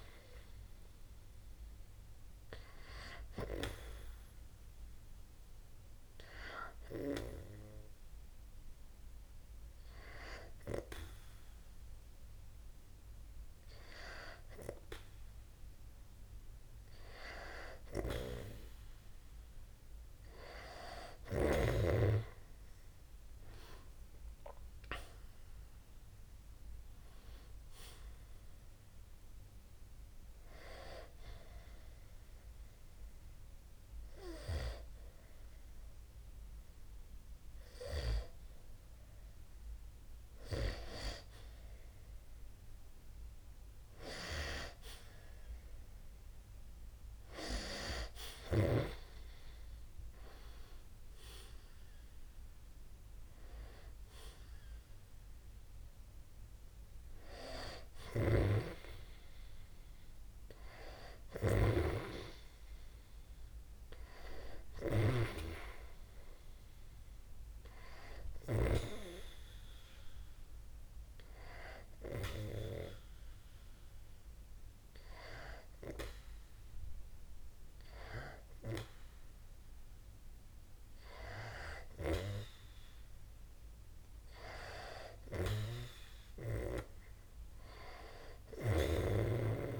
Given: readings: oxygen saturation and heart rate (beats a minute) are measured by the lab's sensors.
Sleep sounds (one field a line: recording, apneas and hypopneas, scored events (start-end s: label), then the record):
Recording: breathing in sleep by a room microphone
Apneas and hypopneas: 3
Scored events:
6.50-17.50 s: hypopnea (oxygen 93% before, 91% lowest, heart rate 60 before, 60 extreme, up 5 after)
20.50-24.50 s: arousal
29.00-40.50 s: hypopnea (oxygen 94% before, 91% lowest, heart rate 66 before, 46 extreme, up 2 after)
45.50-49.50 s: arousal
52.50-62.50 s: oxygen desaturation (device-marked, oxygen 94% before, 91% lowest, heart rate 62 before, 52 extreme)
65.00-68.50 s: arousal
71.50-82.00 s: hypopnea (oxygen 95% before, 91% lowest, heart rate 58 before, 62 extreme, up 8 after)
85.50-89.00 s: arousal
From the record:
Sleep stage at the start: N2 (light sleep)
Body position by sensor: on the back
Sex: male